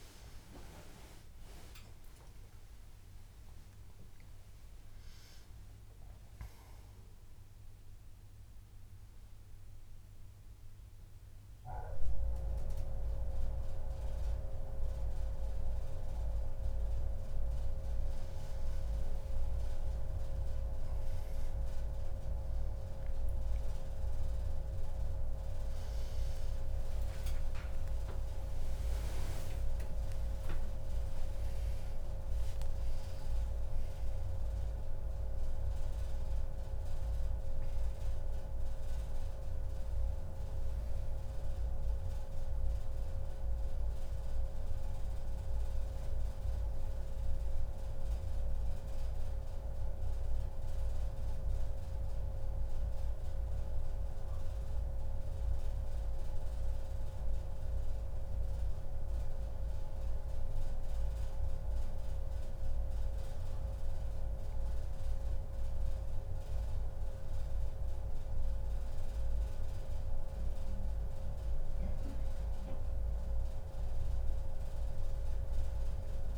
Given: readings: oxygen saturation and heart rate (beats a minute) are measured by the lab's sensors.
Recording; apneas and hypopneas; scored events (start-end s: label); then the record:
a person awake in a sleep study, by a room microphone; none
55.00-76.38 s: new sleep stage, N1 (lightest sleep)
From the record:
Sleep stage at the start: awake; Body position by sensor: on the back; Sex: male